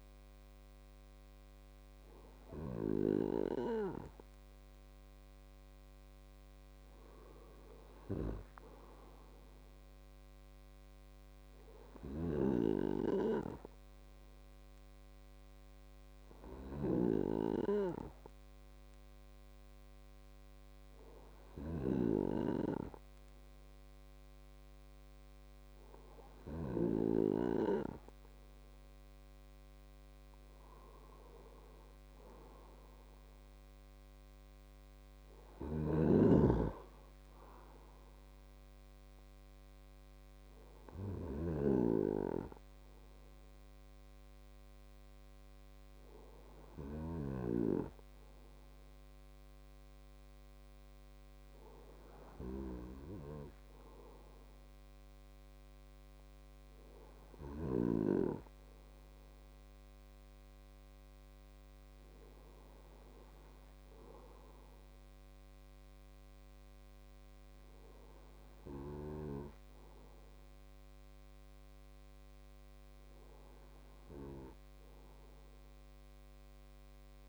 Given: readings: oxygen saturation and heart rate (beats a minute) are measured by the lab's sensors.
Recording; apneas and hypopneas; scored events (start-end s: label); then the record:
breathing in sleep by a microphone on the trachea; none
36.00-42.00 s: snoring (device-marked)
From the record:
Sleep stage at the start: N2 (light sleep); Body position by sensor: on the right side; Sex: male